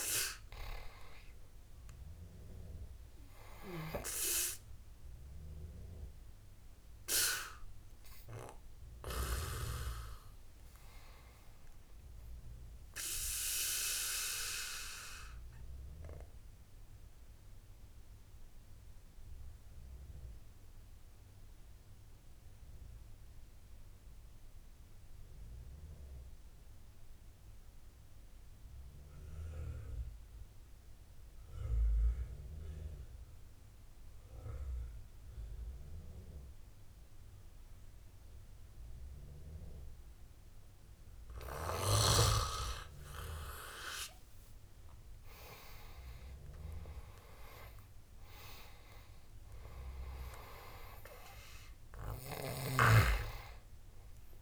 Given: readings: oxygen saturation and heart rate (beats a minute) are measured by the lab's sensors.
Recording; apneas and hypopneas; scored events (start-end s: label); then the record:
breathing in sleep by a room microphone; 1
0.00-22.00 s: oxygen desaturation (device-marked, oxygen 84% lowest, heart rate 66 extreme)
16.00-40.50 s: obstructive apnea (oxygen 94% before, 84% lowest, heart rate 79 before, 66 extreme, up 11 after)
40.00-54.41 s: oxygen desaturation (device-marked, oxygen 98% before, 86% lowest, heart rate 72 before, 68 extreme)
42.50-47.00 s: arousal
From the record:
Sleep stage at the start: N2 (light sleep); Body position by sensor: on the back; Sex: male